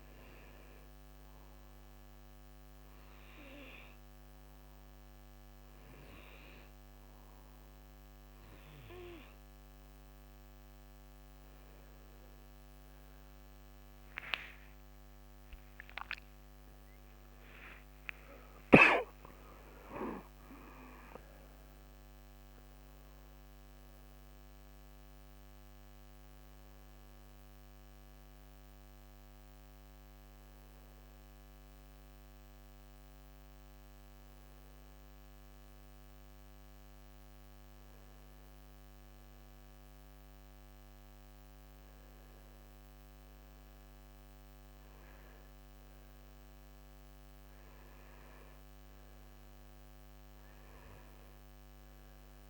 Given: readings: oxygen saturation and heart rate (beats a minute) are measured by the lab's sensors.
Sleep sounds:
breathing in sleep by a microphone on the trachea; none
14.00-18.50 s: arousal
From the record:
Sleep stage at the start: N1 (lightest sleep); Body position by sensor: on the right side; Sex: male

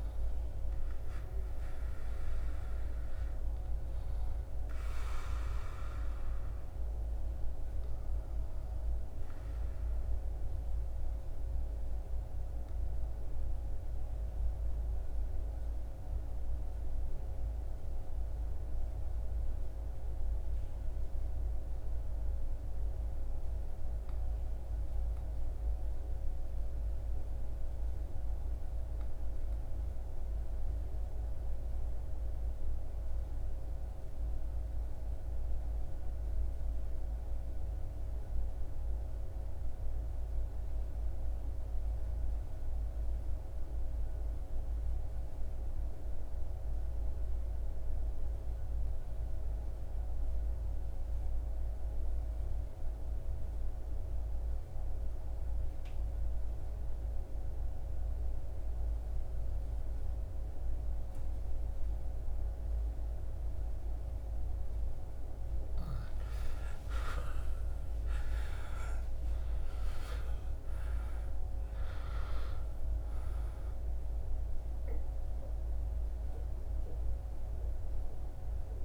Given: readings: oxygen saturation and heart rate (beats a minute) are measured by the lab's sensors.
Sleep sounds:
breathing in sleep, hard to hear, by a room microphone; 1
0.00-5.00 s: arousal
8.50-65.00 s: obstructive apnea (oxygen 99% before, 81% lowest, heart rate 75 before, 63 extreme, up 38 after)
58.00-71.00 s: oxygen desaturation (device-marked, oxygen 98% before, 95% lowest, heart rate 64 before, 64 extreme)
67.50-71.50 s: arousal
From the record:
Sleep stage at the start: N2 (light sleep); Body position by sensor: on the back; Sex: male

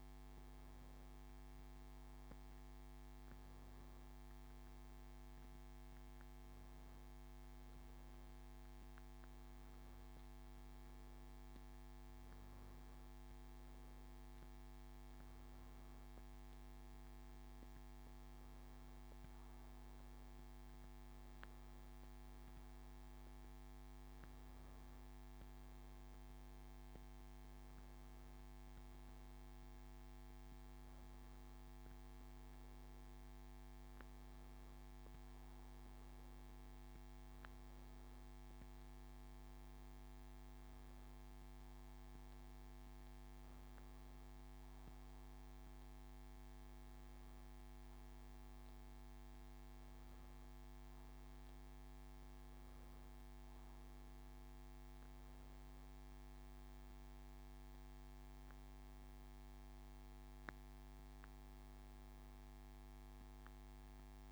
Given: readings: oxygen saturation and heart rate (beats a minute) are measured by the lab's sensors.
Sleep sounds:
breathing in sleep, hard to hear, by a microphone on the trachea; none
none scored
From the record:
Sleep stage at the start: N1 (lightest sleep); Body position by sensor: on the back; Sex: male

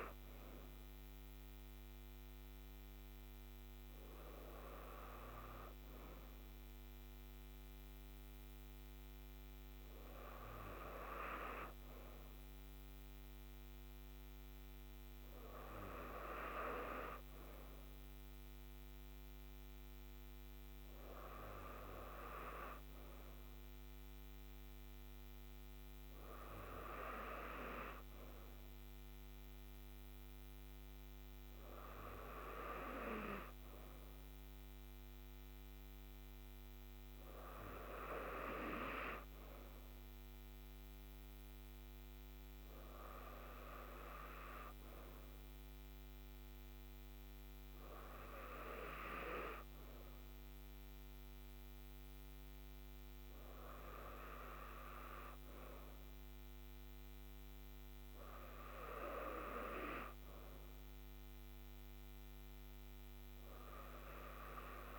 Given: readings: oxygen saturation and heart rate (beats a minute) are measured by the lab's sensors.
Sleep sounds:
breathing in sleep by a microphone on the trachea; none
none scored
From the record:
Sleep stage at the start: N2 (light sleep); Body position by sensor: on the right side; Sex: female

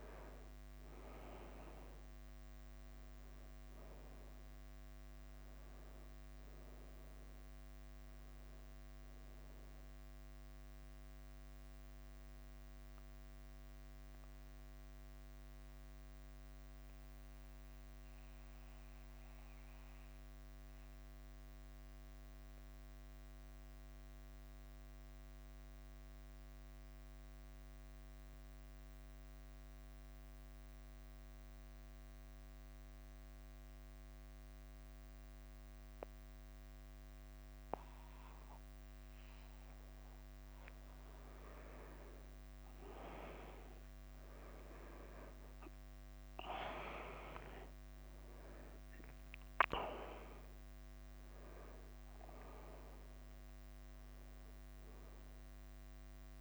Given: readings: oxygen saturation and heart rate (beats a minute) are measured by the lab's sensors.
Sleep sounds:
breathing in sleep by a microphone on the trachea; 1
0.00-46.00 s: bradycardia (device-marked, heart rate 47 extreme)
14.50-39.00 s: mixed apnea (oxygen 99% before, 91% lowest, heart rate 53 before, 45 extreme, up 8 after)
41.00-44.50 s: arousal
42.00-56.41 s: oxygen desaturation (device-marked, oxygen 99% before, 93% lowest, heart rate 50 before, 45 extreme)
51.50-53.50 s: long interval between heartbeats (device-marked, heart rate 53 before, 71 extreme)
54.00-56.41 s: bradycardia (device-marked, heart rate 52 before, 45 extreme)
From the record:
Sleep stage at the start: N2 (light sleep); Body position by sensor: on the back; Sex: male

